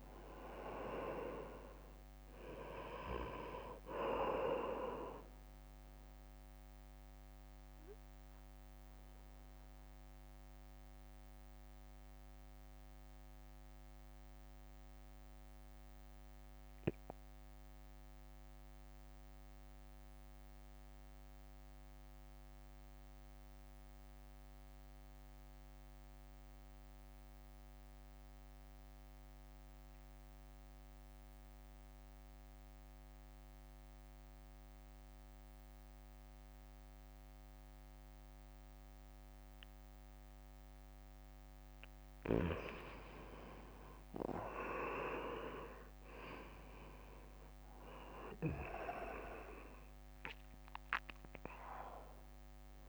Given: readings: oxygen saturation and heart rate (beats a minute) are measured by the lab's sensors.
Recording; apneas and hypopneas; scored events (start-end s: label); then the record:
breathing in sleep by a microphone on the trachea; 1
0.00-11.50 s: drop in pulse transit time (device-marked, heart rate 58 extreme)
0.00-28.50 s: oxygen desaturation (device-marked, oxygen 82% lowest, heart rate 58 extreme)
6.50-41.50 s: mixed apnea (oxygen 99% before, 82% lowest, heart rate 62 before, 52 extreme, up 7 after)
42.50-52.89 s: oxygen desaturation (device-marked, oxygen 98% before, 88% lowest, heart rate 65 before, 52 extreme)
44.00-49.00 s: arousal
45.50-52.89 s: drop in pulse transit time (device-marked, heart rate 64 before, 54 extreme)
From the record:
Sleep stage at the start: N2 (light sleep); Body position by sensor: on the right side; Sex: male